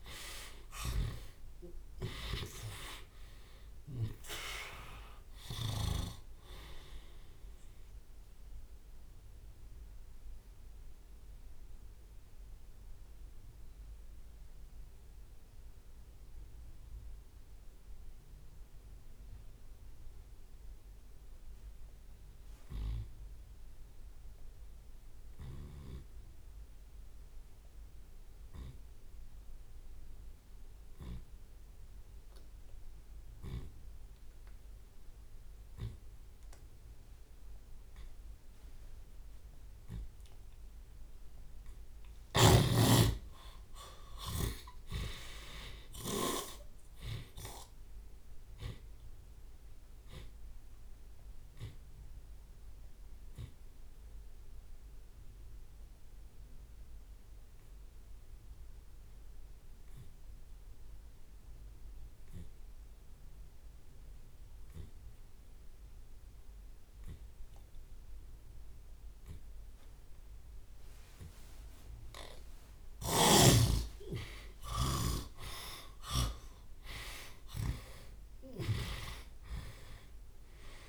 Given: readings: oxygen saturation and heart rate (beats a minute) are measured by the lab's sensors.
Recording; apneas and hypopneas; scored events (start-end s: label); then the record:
breathing in sleep by a room microphone; 2
0.00-1.00 s: long interval between heartbeats (device-marked, heart rate 124 extreme)
0.00-11.00 s: tachycardia (device-marked, heart rate 166 extreme)
0.00-12.00 s: oxygen desaturation (device-marked, oxygen 80% lowest)
1.00-26.00 s: drop in pulse transit time (device-marked)
1.50-3.50 s: long interval between heartbeats (device-marked, heart rate 81 before, 139 extreme)
4.50-6.50 s: long interval between heartbeats (device-marked, heart rate 94 before, 139 extreme)
10.50-41.00 s: obstructive apnea (oxygen 96% before, 75% lowest)
23.00-25.00 s: long interval between heartbeats (device-marked, heart rate 93 before, 69 extreme)
24.00-33.00 s: oxygen desaturation (device-marked, oxygen 94% before, 76% lowest, heart rate 88 before, 55 extreme)
33.00-35.00 s: long interval between heartbeats (device-marked, heart rate 54 before, 85 extreme)
33.00-38.00 s: tachycardia (device-marked, heart rate 81 before, 109 extreme)
36.00-38.00 s: long interval between heartbeats (device-marked, heart rate 59 before, 107 extreme)
38.00-40.00 s: long interval between heartbeats (device-marked, heart rate 68 before, 107 extreme)
39.00-42.00 s: tachycardia (device-marked, heart rate 81 before, 107 extreme)
40.50-42.50 s: long interval between heartbeats (device-marked, heart rate 77 before, 95 extreme)
42.50-46.50 s: arousal
44.00-46.00 s: long interval between heartbeats (device-marked, heart rate 86 before, 95 extreme)
46.00-48.00 s: long interval between heartbeats (device-marked, heart rate 90 before, 95 extreme)
47.00-57.00 s: drop in pulse transit time (device-marked, heart rate 91 before, 70 extreme)
48.50-50.50 s: long interval between heartbeats (device-marked, heart rate 93 before, 93 extreme)
49.00-73.00 s: obstructive apnea (oxygen 96% before, 75% lowest)
51.50-53.50 s: long interval between heartbeats (device-marked, heart rate 97 before, 85 extreme)
63.00-65.00 s: long interval between heartbeats (device-marked, heart rate 80 before, 25 extreme)
65.00-67.00 s: long interval between heartbeats (device-marked, heart rate 72 before, 45 extreme)
65.00-68.00 s: tachycardia (device-marked, heart rate 82 before, 55 extreme)
67.00-80.89 s: oxygen desaturation (device-marked, oxygen 94% before, 75% lowest)
67.50-69.50 s: long interval between heartbeats (device-marked, heart rate 67 before, 55 extreme)
69.00-71.00 s: tachycardia (device-marked, heart rate 82 before, 107 extreme)
69.50-71.50 s: long interval between heartbeats (device-marked, heart rate 66 before, 107 extreme)
72.00-74.00 s: long interval between heartbeats (device-marked, heart rate 69 before, 105 extreme)
72.00-80.89 s: tachycardia (device-marked, heart rate 82 before, 109 extreme)
73.00-79.00 s: snoring (device-marked)
73.50-78.50 s: arousal
75.50-77.50 s: long interval between heartbeats (device-marked, heart rate 72 before, 106 extreme)
From the record:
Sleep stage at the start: N2 (light sleep); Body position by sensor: on the left side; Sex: male